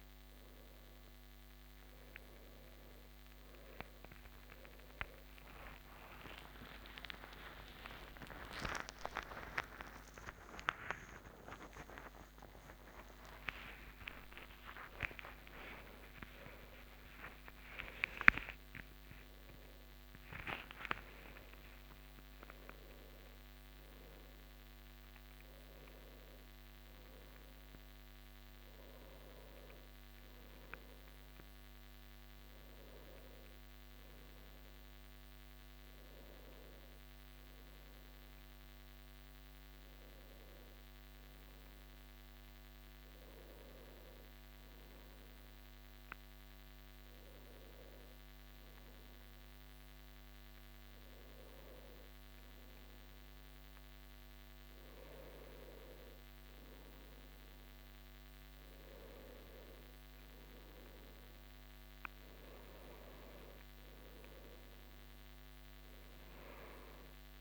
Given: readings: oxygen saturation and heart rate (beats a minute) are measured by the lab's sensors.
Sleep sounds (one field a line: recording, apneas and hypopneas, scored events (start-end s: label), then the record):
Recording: a person partly awake in a sleep study, by a microphone on the trachea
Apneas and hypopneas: none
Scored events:
17.50-24.50 s: oxygen desaturation (device-marked, oxygen 98% before, 94% lowest)
33.50-67.41 s: new sleep stage, N1 (lightest sleep)
52.50-67.41 s: oxygen desaturation (device-marked, oxygen 98% before, 93% lowest)
From the record:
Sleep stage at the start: awake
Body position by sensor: on the right side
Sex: male